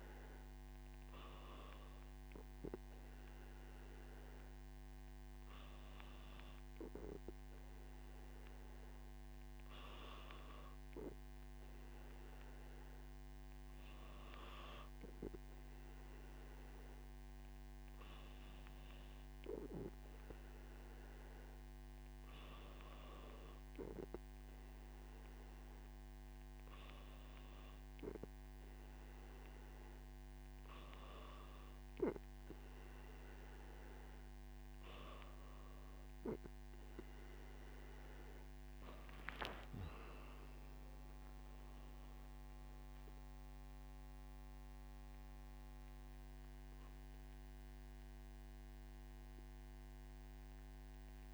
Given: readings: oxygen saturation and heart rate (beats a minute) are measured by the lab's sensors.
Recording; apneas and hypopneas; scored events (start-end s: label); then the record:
breathing in sleep by a microphone on the trachea; none
51.00-51.34 s: new sleep stage, N1 (lightest sleep)
From the record:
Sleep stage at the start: N3 (deep sleep); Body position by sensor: on the back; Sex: male